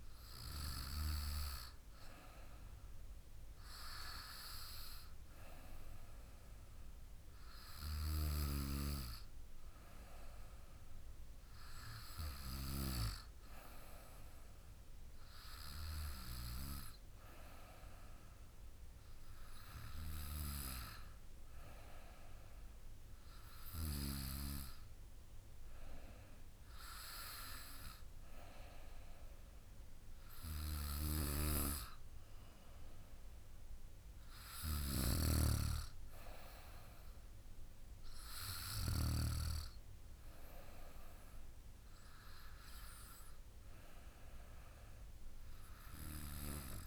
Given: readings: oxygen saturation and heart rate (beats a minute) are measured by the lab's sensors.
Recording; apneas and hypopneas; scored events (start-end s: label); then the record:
breathing in sleep by a room microphone; none
none scored
From the record:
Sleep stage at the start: N2 (light sleep); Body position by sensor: on the back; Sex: female